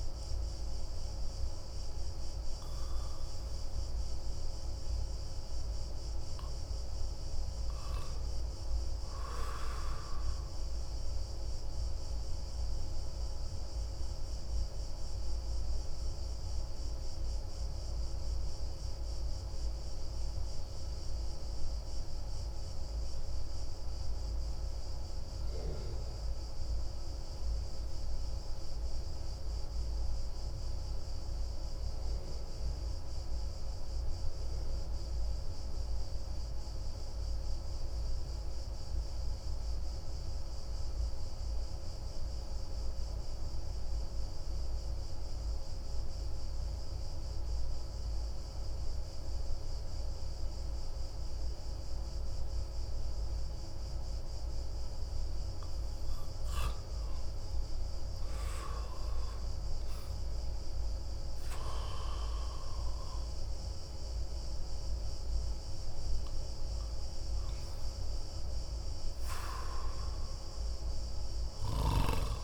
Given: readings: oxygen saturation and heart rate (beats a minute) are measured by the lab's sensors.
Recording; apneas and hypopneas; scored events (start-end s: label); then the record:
breathing in sleep, hard to hear, by a room microphone; 1
1.00-29.00 s: oxygen desaturation (device-marked, oxygen 95% before, 90% lowest)
13.50-54.00 s: obstructive apnea (oxygen 96% before, 90% lowest)
49.00-72.44 s: oxygen desaturation (device-marked, oxygen 97% before, 92% lowest)
56.00-59.00 s: arousal
From the record:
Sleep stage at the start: N2 (light sleep); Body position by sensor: on the back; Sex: male